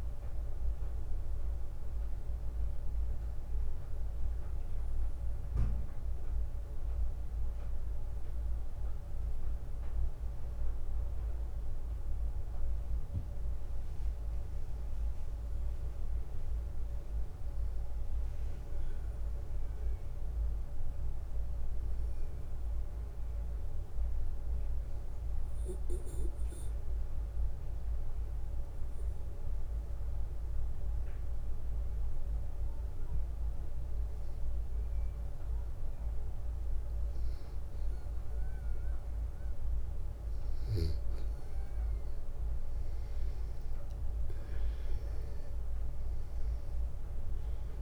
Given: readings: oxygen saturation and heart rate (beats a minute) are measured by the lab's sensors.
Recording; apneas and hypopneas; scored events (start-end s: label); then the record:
breathing in sleep, hard to hear, by a room microphone; 2
0.00-3.50 s: oxygen desaturation (device-marked, oxygen 93% lowest, heart rate 61 extreme)
0.50-11.00 s: hypopnea (oxygen 97% before, 93% lowest, heart rate 66 before, 61 extreme, up 1 after)
8.50-47.82 s: new sleep stage, N2 (light sleep)
13.50-16.00 s: arousal
25.00-37.00 s: hypopnea (oxygen 98% before, 93% lowest, heart rate 61 before, 62 extreme, up 2 after)
43.00-47.50 s: arousal
From the record:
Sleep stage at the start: N1 (lightest sleep); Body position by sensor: on the back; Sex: male